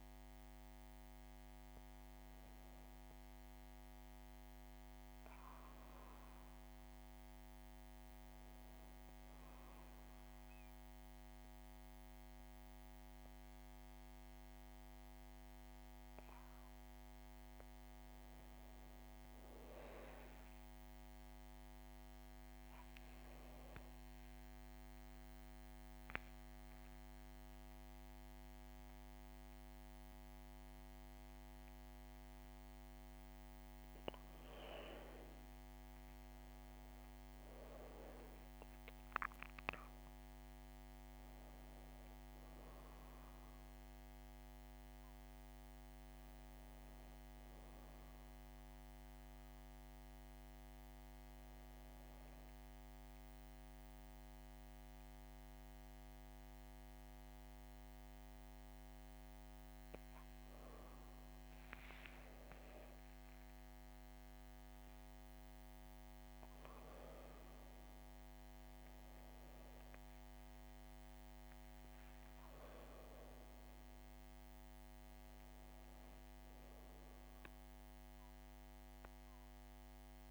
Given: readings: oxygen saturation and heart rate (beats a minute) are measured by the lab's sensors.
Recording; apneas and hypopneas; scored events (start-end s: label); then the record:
a person partly awake in a sleep study, hard to hear, by a microphone on the trachea; none
10.00-80.31 s: new sleep stage, N1 (lightest sleep)
61.50-65.50 s: arousal
From the record:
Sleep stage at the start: awake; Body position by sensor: on the back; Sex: female